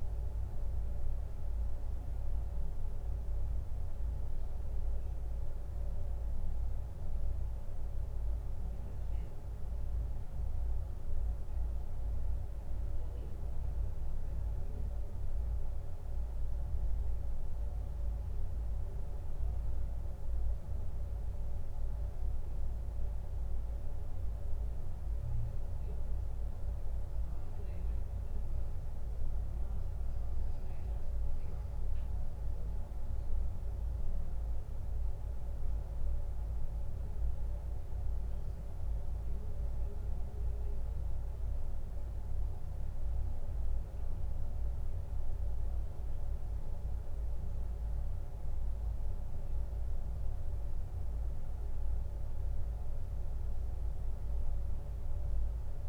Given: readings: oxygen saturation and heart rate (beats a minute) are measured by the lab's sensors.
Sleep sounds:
breathing in sleep, hard to hear, by a room microphone; none
none scored
From the record:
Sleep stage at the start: N2 (light sleep); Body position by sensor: on the back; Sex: male

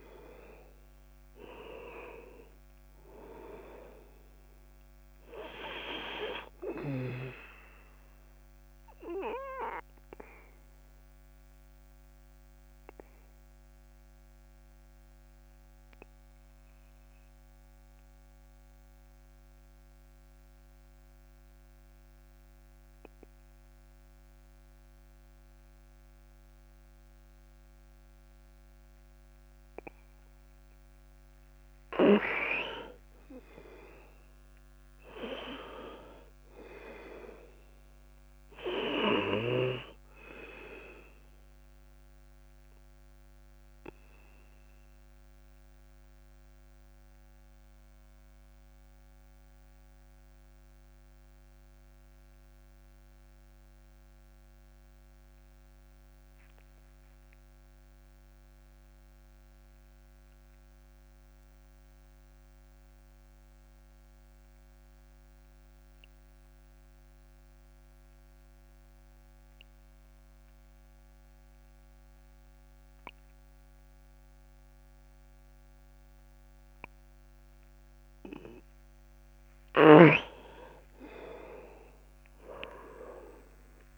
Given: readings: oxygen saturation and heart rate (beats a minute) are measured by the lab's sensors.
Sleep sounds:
breathing in sleep by a microphone on the trachea; 2
3.50-22.50 s: oxygen desaturation (device-marked, oxygen 99% before, 94% lowest, heart rate 44 before, 28 extreme)
9.00-30.50 s: obstructive apnea (oxygen 100% before, 90% lowest, heart rate 49 before, 28 extreme, up 12 after)
33.00-37.00 s: arousal
34.50-61.50 s: oxygen desaturation (device-marked, oxygen 99% before, 93% lowest)
42.00-76.50 s: obstructive apnea (oxygen 99% before, 86% lowest)
74.50-83.98 s: oxygen desaturation (device-marked, oxygen 99% before, 86% lowest, heart rate 39 before, 27 extreme)
From the record:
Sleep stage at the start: N2 (light sleep); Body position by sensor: on the back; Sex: male

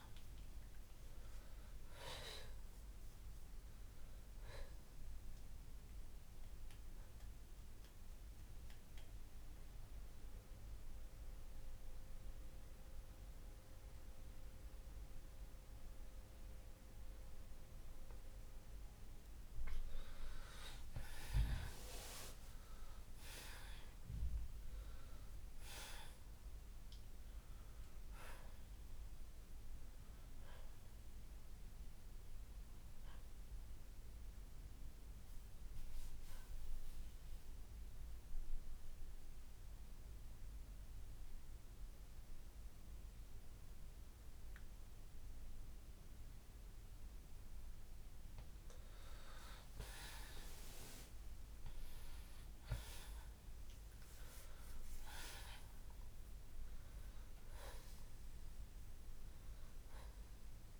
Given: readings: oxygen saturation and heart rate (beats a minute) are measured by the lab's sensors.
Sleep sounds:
breathing in sleep by a room microphone; 2
4.50-11.50 s: oxygen desaturation (device-marked, oxygen 96% before, 93% lowest, heart rate 60 before, 53 extreme)
7.00-19.00 s: mixed apnea (oxygen 96% before, 85% lowest, heart rate 60 before, 53 extreme, up 16 after)
13.50-25.50 s: oxygen desaturation (device-marked, oxygen 95% before, 85% lowest, heart rate 62 before, 52 extreme)
22.00-26.50 s: arousal
35.50-51.50 s: oxygen desaturation (device-marked, oxygen 96% before, 86% lowest, heart rate 63 before, 52 extreme)
36.50-48.00 s: mixed apnea (oxygen 96% before, 85% lowest, heart rate 64 before, 52 extreme, up 9 after)
50.50-54.50 s: arousal
From the record:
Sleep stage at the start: N2 (light sleep); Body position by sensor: on the left side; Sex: male

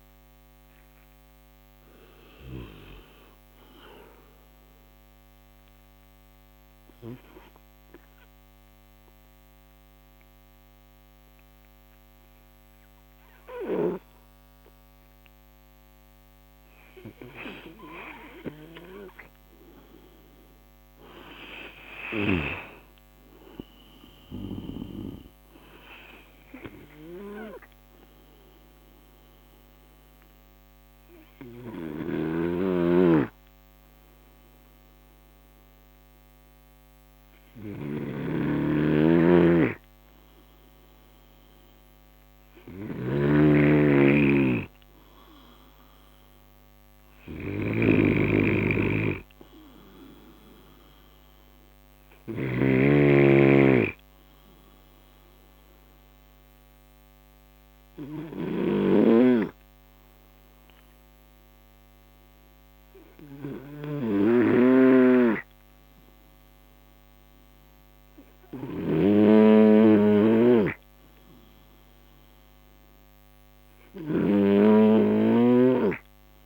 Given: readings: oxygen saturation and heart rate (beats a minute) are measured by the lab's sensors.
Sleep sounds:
breathing in sleep by a microphone on the trachea; 2
0.00-9.50 s: oxygen desaturation (device-marked, oxygen 87% lowest)
7.00-17.50 s: obstructive apnea (oxygen 97% before, 91% lowest)
20.00-23.00 s: arousal
25.50-39.50 s: oxygen desaturation (device-marked, oxygen 97% before, 91% lowest)
28.00-41.00 s: obstructive apnea (oxygen 97% before, 91% lowest)
39.50-45.00 s: snoring (device-marked)
42.50-45.50 s: arousal
44.50-55.50 s: oxygen desaturation (device-marked, oxygen 96% before, 92% lowest, heart rate 52 before, 35 extreme)
60.50-76.46 s: new sleep stage, N3 (deep sleep)
71.50-76.46 s: oxygen desaturation (device-marked, oxygen 95% before, 91% lowest, heart rate 60 before, 28 extreme)
From the record:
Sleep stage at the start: N2 (light sleep); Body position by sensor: on the right side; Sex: male

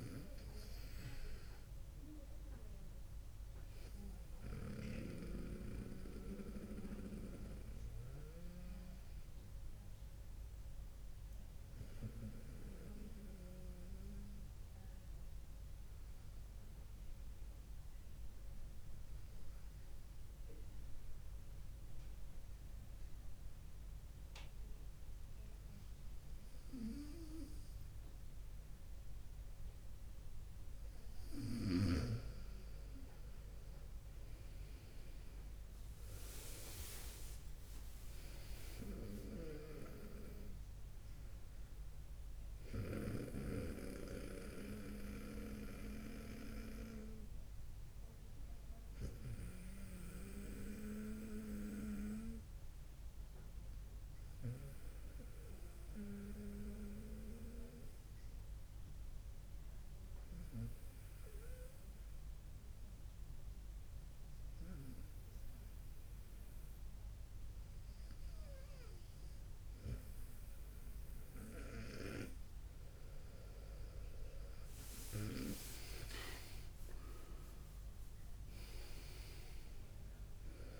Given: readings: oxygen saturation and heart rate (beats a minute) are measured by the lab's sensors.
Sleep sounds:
breathing in sleep by a room microphone; 2
0.00-5.00 s: snoring (device-marked)
8.00-31.50 s: obstructive apnea (oxygen 98% before, 95% lowest, heart rate 65 before, 58 extreme, up 5 after)
33.50-38.00 s: arousal
35.00-62.00 s: oxygen desaturation (device-marked, oxygen 99% before, 95% lowest, heart rate 70 before, 58 extreme)
39.00-49.50 s: snoring (device-marked)
44.50-71.00 s: obstructive apnea (oxygen 99% before, 95% lowest, heart rate 68 before, 56 extreme)
73.50-78.00 s: arousal
From the record:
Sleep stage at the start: N2 (light sleep); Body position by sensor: on the right side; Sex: male

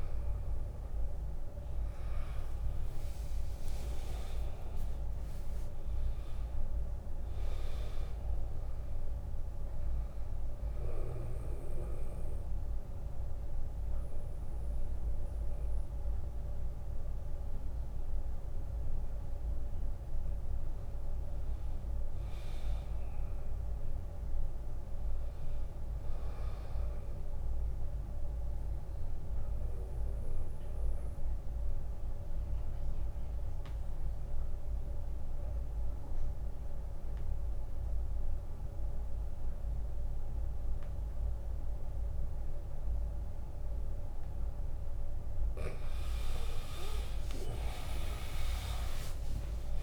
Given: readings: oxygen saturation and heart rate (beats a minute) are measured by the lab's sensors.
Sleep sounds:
breathing in sleep by a room microphone; 2
4.00-6.00 s: long interval between heartbeats (device-marked, heart rate 70 before, 76 extreme)
6.50-11.50 s: bradycardia (device-marked, heart rate 77 before, 57 extreme)
9.50-11.50 s: long interval between heartbeats (device-marked, heart rate 70 before, 57 extreme)
10.50-20.50 s: obstructive apnea (oxygen 99% before, 90% lowest, heart rate 69 before, 55 extreme, up 35 after)
10.50-29.50 s: oxygen desaturation (device-marked, oxygen 99% before, 95% lowest, heart rate 69 before, 55 extreme)
20.00-22.00 s: long interval between heartbeats (device-marked, heart rate 67 before, 88 extreme)
22.00-25.00 s: arousal
22.50-24.50 s: bradycardia (device-marked, heart rate 77 before, 68 extreme)
29.00-31.00 s: long interval between heartbeats (device-marked, heart rate 66 before, 73 extreme)
29.00-44.50 s: obstructive apnea (oxygen 99% before, 90% lowest, heart rate 66 before, 58 extreme, up 6 after)
31.00-33.00 s: long interval between heartbeats (device-marked, heart rate 67 before, 65 extreme)
34.50-36.50 s: long interval between heartbeats (device-marked, heart rate 69 before, 58 extreme)
41.00-43.00 s: long interval between heartbeats (device-marked, heart rate 67 before, 73 extreme)
43.00-45.00 s: long interval between heartbeats (device-marked, heart rate 66 before, 77 extreme)
47.50-49.82 s: arousal
From the record:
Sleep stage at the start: N2 (light sleep); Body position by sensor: on the back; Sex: male

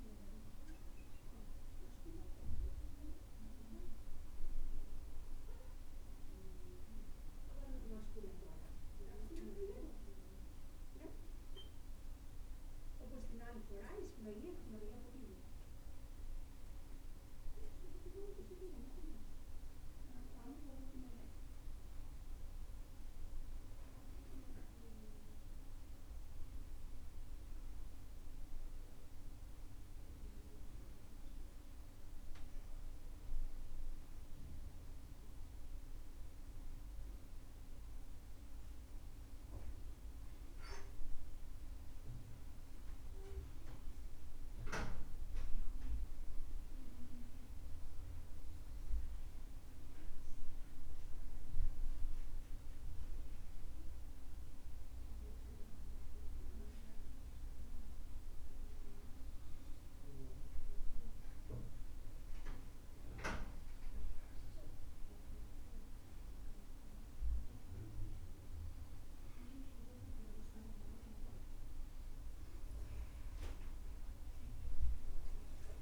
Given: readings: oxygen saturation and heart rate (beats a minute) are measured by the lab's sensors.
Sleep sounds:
a person awake in a sleep study, by a room microphone; none
60.00-75.82 s: new sleep stage, N1 (lightest sleep)
From the record:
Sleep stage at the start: awake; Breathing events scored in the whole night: 164 in 3.0 hours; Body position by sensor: on the back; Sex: male

